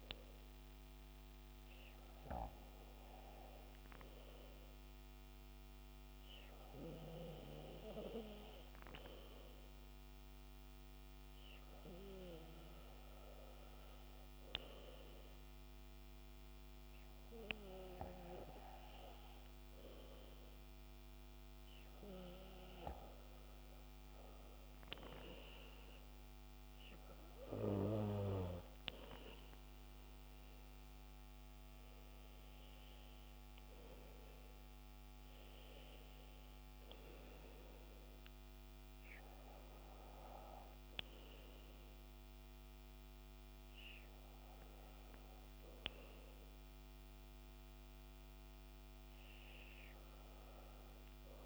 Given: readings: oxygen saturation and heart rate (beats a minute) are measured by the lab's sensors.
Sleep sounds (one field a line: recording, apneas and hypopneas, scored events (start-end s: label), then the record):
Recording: breathing in sleep by a microphone on the trachea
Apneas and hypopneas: none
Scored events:
none scored
From the record:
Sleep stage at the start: N2 (light sleep)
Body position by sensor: on the back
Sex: male